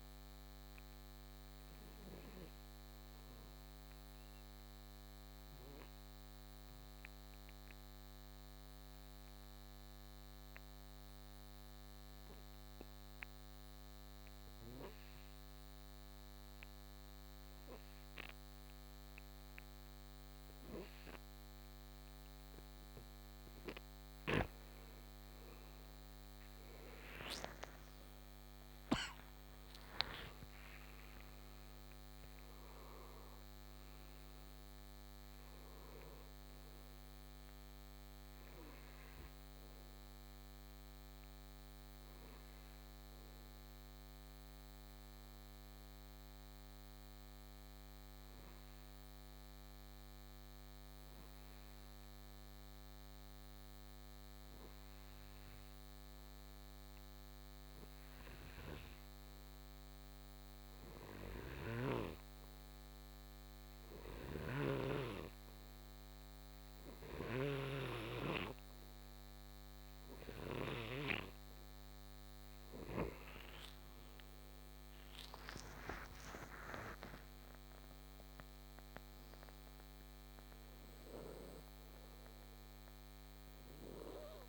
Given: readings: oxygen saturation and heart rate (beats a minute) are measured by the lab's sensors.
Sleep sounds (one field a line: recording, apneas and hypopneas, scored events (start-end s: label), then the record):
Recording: breathing in sleep by a microphone on the trachea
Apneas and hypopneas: 2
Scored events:
0.00-8.50 s: oxygen desaturation (device-marked, oxygen 87% lowest, heart rate 52 extreme)
1.50-23.50 s: obstructive apnea (oxygen 95% before, 87% lowest, heart rate 76 before, 57 extreme, up 19 after)
21.50-50.50 s: oxygen desaturation (device-marked, oxygen 97% before, 88% lowest, heart rate 59 before, 57 extreme)
25.50-31.50 s: arousal
40.00-71.00 s: obstructive apnea (oxygen 97% before, 86% lowest, heart rate 72 before, 57 extreme, up 19 after)
64.00-73.00 s: snoring (device-marked)
67.50-84.49 s: oxygen desaturation (device-marked, oxygen 97% before, 90% lowest, heart rate 62 before, 58 extreme)
73.50-77.50 s: arousal
From the record:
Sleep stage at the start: N2 (light sleep)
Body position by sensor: on the right side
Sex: male